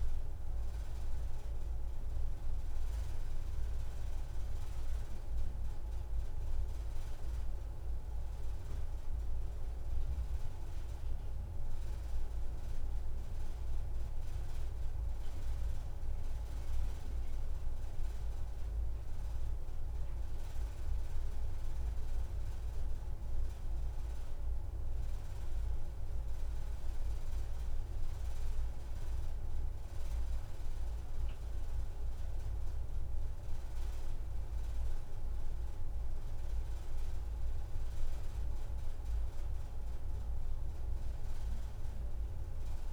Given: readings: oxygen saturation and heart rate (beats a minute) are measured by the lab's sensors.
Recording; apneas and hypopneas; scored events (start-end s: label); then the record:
breathing in sleep, hard to hear, by a room microphone; none
34.00-42.93 s: new sleep stage, N1 (lightest sleep)
From the record:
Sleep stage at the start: N2 (light sleep); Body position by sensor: on the back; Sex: female